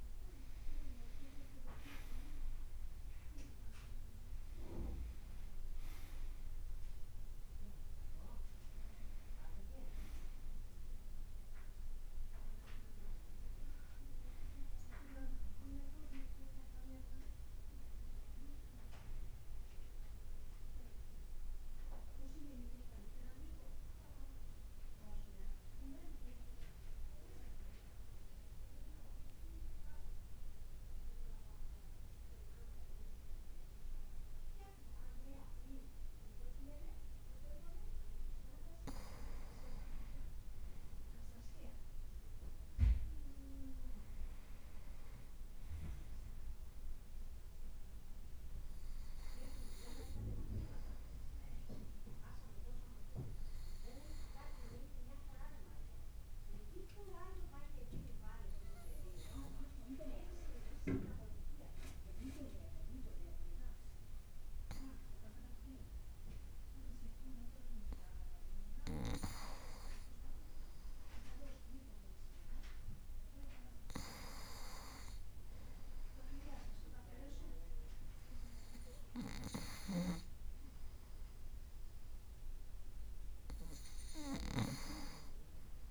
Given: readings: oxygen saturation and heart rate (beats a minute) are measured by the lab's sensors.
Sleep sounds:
breathing in sleep by a room microphone; 2
18.50-22.00 s: arousal
24.50-38.50 s: obstructive apnea (oxygen 97% before, 94% lowest, heart rate 58 before, 54 extreme, up 1 after)
26.50-28.00 s: leg movement (device-marked)
33.00-43.00 s: leg movement (device-marked)
43.50-47.50 s: arousal
55.50-68.00 s: obstructive apnea (oxygen 98% before, 94% lowest, heart rate 55 before, 54 extreme, up 1 after)
78.50-82.50 s: arousal
84.00-85.90 s: snoring (device-marked)
From the record:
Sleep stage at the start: N2 (light sleep); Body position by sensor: on the right side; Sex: male

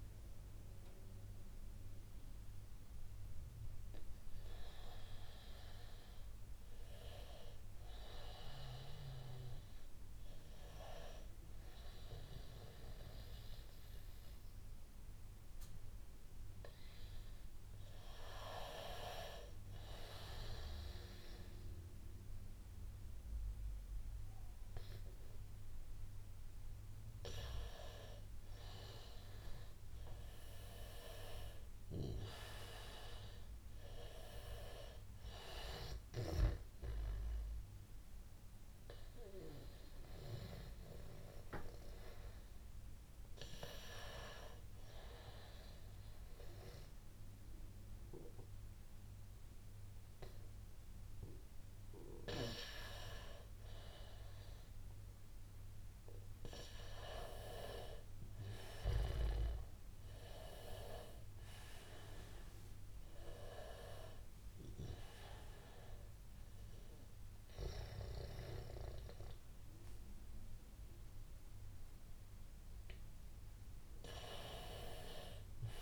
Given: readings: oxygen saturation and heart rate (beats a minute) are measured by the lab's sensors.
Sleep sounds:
breathing in sleep by a room microphone; 2
0.00-17.50 s: oxygen desaturation (device-marked, oxygen 93% lowest, heart rate 84 extreme)
7.50-75.82 s: new sleep stage, N2 (light sleep)
8.50-19.50 s: hypopnea (oxygen 97% before, 91% lowest, heart rate 91 before, 84 extreme, up 2 after)
24.50-28.50 s: arousal
39.50-54.50 s: hypopnea (oxygen 98% before, 91% lowest, heart rate 87 before, 84 extreme, up 1 after)
58.00-61.00 s: arousal
61.50-75.50 s: oxygen desaturation (device-marked, oxygen 96% before, 91% lowest, heart rate 87 before, 83 extreme)
From the record:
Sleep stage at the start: N1 (lightest sleep); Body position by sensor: on the back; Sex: male

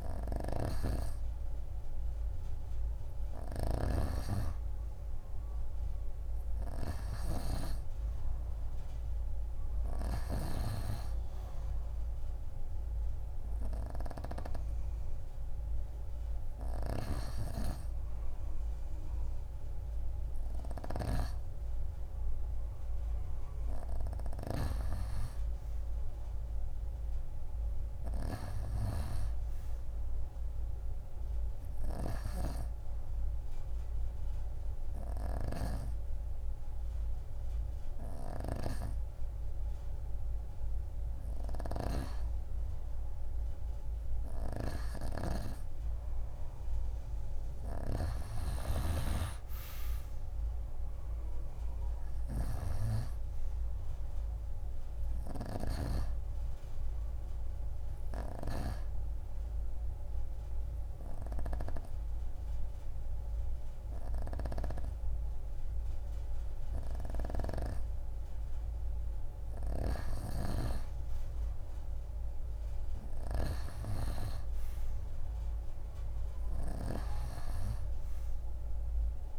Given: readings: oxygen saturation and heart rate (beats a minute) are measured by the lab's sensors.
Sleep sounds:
breathing in sleep by a room microphone; 2
18.50-22.50 s: arousal
31.50-42.50 s: hypopnea (oxygen 93% before, 86% lowest)
46.00-49.00 s: arousal
54.00-77.00 s: oxygen desaturation (device-marked, oxygen 92% before, 86% lowest)
59.00-70.00 s: obstructive apnea (oxygen 93% before, 86% lowest)
70.00-73.50 s: snoring (device-marked)
73.50-76.50 s: arousal
From the record:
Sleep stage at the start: N2 (light sleep); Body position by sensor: on the right side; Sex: female

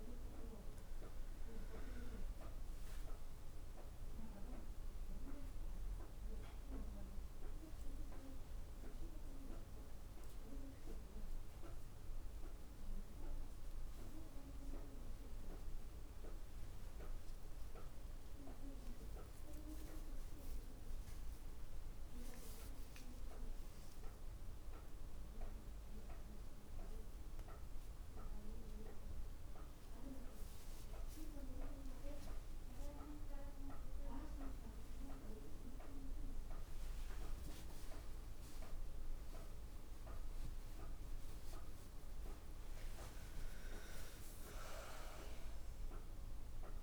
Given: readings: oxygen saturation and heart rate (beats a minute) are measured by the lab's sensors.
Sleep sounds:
a person awake in a sleep study, by a room microphone; none
none scored
From the record:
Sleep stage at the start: awake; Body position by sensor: on the back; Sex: female

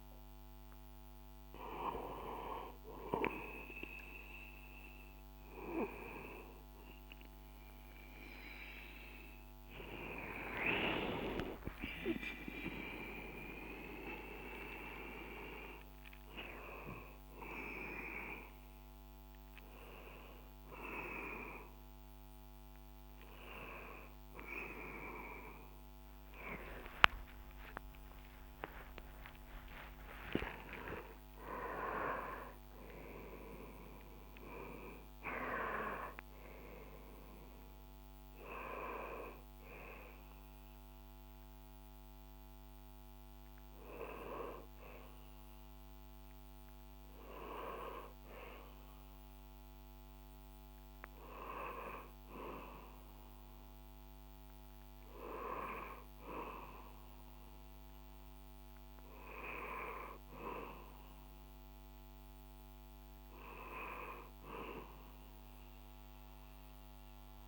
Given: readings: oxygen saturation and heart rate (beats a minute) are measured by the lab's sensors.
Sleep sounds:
a person awake in a sleep study, by a microphone on the trachea; none
16.00-67.48 s: new sleep stage, awake
From the record:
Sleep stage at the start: N2 (light sleep); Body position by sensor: on the back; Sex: male

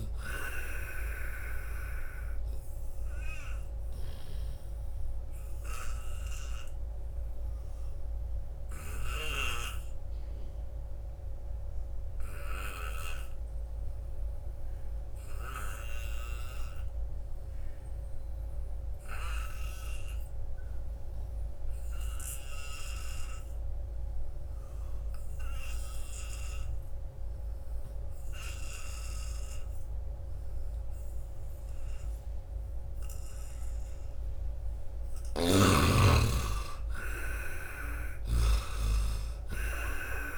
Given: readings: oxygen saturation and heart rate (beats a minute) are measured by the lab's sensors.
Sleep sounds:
breathing in sleep by a room microphone; 1
0.00-9.00 s: snoring (device-marked)
0.00-19.50 s: oxygen desaturation (device-marked, oxygen 79% lowest, heart rate 77 extreme)
4.00-33.00 s: obstructive apnea (oxygen 97% before, 75% lowest, heart rate 83 before, 77 extreme, up 7 after)
24.50-40.38 s: oxygen desaturation (device-marked, oxygen 97% before, 75% lowest, heart rate 86 before, 77 extreme)
35.00-39.00 s: arousal
35.00-40.38 s: snoring (device-marked)
From the record:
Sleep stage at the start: N2 (light sleep); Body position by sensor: on the back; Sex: male

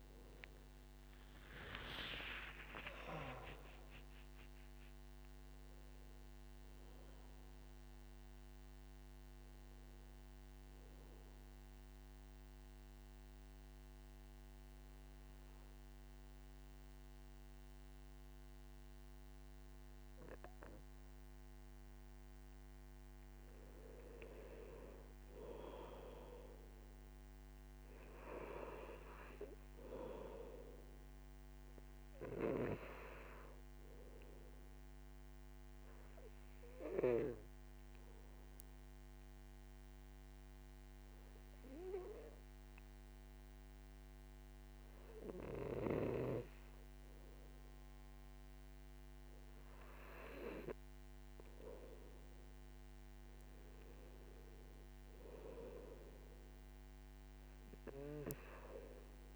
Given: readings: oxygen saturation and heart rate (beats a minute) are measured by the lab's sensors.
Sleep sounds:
breathing in sleep by a microphone on the trachea; 2
0.00-3.00 s: arousal
0.00-25.50 s: oxygen desaturation (device-marked, oxygen 93% lowest, heart rate 53 extreme)
3.00-5.00 s: long interval between heartbeats (device-marked, heart rate 58 before, 85 extreme)
12.00-24.50 s: obstructive apnea (oxygen 98% before, 93% lowest, heart rate 72 before, 53 extreme, up 6 after)
27.50-31.00 s: arousal
34.50-46.50 s: oxygen desaturation (device-marked, oxygen 99% before, 95% lowest, heart rate 60 before, 53 extreme)
36.50-50.00 s: obstructive apnea (oxygen 99% before, 91% lowest, heart rate 59 before, 53 extreme, up 6 after)
53.00-56.50 s: arousal
From the record:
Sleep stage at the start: N2 (light sleep); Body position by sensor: on the back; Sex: male

